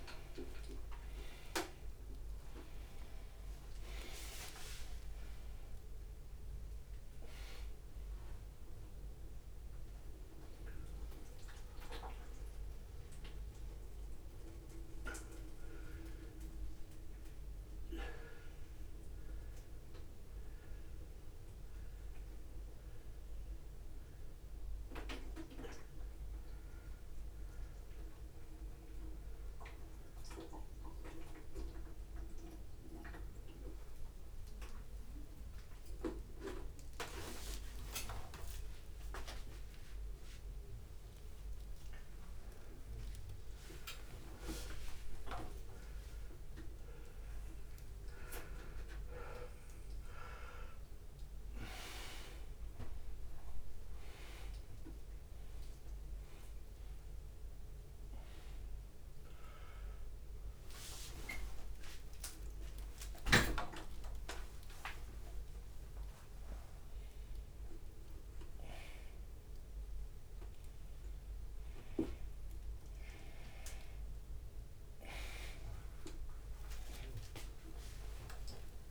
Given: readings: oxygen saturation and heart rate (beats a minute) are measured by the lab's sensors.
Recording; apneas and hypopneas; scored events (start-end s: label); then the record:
a person awake in a sleep study, by a room microphone; none
1.50-3.50 s: long interval between heartbeats (device-marked, heart rate 55 before, 58 extreme)
3.00-50.00 s: tachycardia (device-marked, heart rate 71 before, 216 extreme)
4.00-6.00 s: long interval between heartbeats (device-marked, heart rate 61 before, 81 extreme)
6.50-8.50 s: long interval between heartbeats (device-marked, heart rate 68 before, 101 extreme)
9.00-11.00 s: long interval between heartbeats (device-marked, heart rate 83 before, 181 extreme)
9.00-19.00 s: drop in pulse transit time (device-marked, heart rate 83 before, 179 extreme)
13.00-15.00 s: long interval between heartbeats (device-marked, heart rate 107 before, 207 extreme)
16.50-22.50 s: leg movement (device-marked)
17.00-19.00 s: long interval between heartbeats (device-marked, heart rate 133 before, 179 extreme)
19.00-21.00 s: long interval between heartbeats (device-marked, heart rate 143 before, 159 extreme)
23.00-25.00 s: long interval between heartbeats (device-marked, heart rate 164 before, 194 extreme)
24.00-31.50 s: leg movement (device-marked)
25.00-27.00 s: long interval between heartbeats (device-marked, heart rate 176 before, 198 extreme)
30.00-39.00 s: drop in pulse transit time (device-marked, heart rate 192 before, 157 extreme)
34.50-36.50 s: long interval between heartbeats (device-marked, heart rate 189 before, 166 extreme)
37.00-39.00 s: long interval between heartbeats (device-marked, heart rate 184 before, 171 extreme)
41.00-43.00 s: long interval between heartbeats (device-marked, heart rate 183 before, 152 extreme)
43.00-45.00 s: long interval between heartbeats (device-marked, heart rate 180 before, 110 extreme)
45.00-47.00 s: long interval between heartbeats (device-marked, heart rate 173 before, 112 extreme)
49.00-56.00 s: drop in pulse transit time (device-marked)
50.00-63.00 s: bradycardia (device-marked)
53.00-61.00 s: oxygen desaturation (device-marked, oxygen 97% before, 94% lowest, heart rate 140 before, 27 extreme)
54.50-56.50 s: long interval between heartbeats (device-marked)
57.00-59.00 s: long interval between heartbeats (device-marked, heart rate 111 before, 35 extreme)
61.00-63.00 s: long interval between heartbeats (device-marked, heart rate 84 before, 56 extreme)
64.50-66.50 s: long interval between heartbeats (device-marked, heart rate 68 before, 39 extreme)
67.00-69.00 s: long interval between heartbeats (device-marked, heart rate 60 before, 73 extreme)
69.00-75.00 s: bradycardia (device-marked, heart rate 80 before, 46 extreme)
73.50-75.50 s: long interval between heartbeats (device-marked, heart rate 47 before, 46 extreme)
74.00 s: drop in pulse transit time (device-marked)
From the record:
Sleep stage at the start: awake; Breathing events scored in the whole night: 189 in 4.2 hours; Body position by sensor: upright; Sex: male